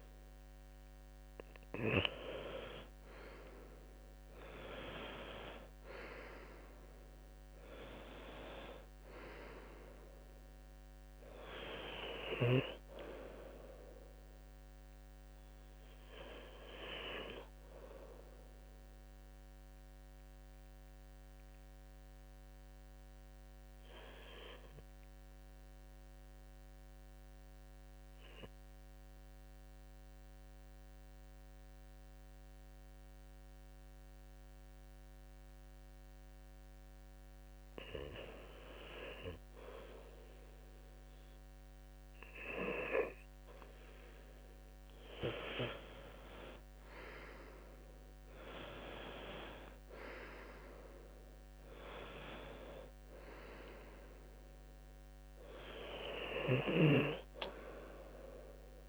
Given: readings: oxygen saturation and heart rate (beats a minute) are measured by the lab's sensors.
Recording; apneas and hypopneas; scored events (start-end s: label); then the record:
breathing in sleep by a microphone on the trachea; 1
18.50-38.00 s: obstructive apnea (oxygen 98% before, 92% lowest, heart rate 75 before, 65 extreme, up 2 after)
30.00-40.00 s: oxygen desaturation (device-marked, oxygen 95% before, 92% lowest, heart rate 70 before, 65 extreme)
44.00-48.50 s: arousal
From the record:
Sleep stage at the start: N2 (light sleep); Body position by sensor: on the left side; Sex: male